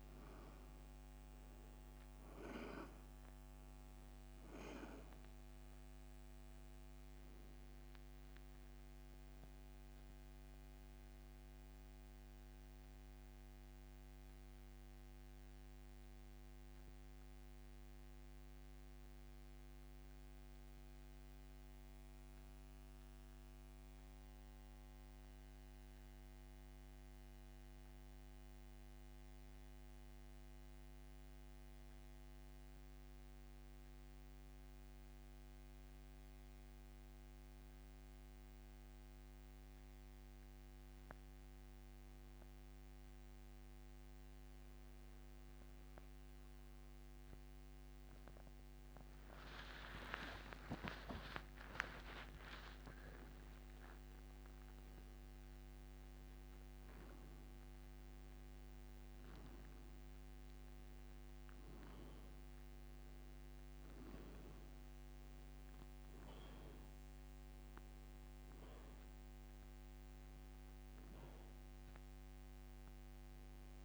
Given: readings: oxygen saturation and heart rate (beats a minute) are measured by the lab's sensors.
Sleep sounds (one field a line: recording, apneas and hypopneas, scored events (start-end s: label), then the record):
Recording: breathing in sleep by a microphone on the trachea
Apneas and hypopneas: 1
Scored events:
1.50-10.50 s: oxygen desaturation (device-marked, oxygen 96% before, 93% lowest, heart rate 85 before, 69 extreme)
12.00-44.00 s: central apnea (oxygen 97% before, 87% lowest, heart rate 90 before, 69 extreme, up 23 after)
12.50-41.50 s: oxygen desaturation (device-marked, oxygen 95% before, 87% lowest, heart rate 90 before, 69 extreme)
50.50-56.00 s: arousal
67.50-73.85 s: oxygen desaturation (device-marked, oxygen 98% before, 92% lowest, heart rate 93 before, 58 extreme)
From the record:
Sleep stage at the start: N2 (light sleep)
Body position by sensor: on the back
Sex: male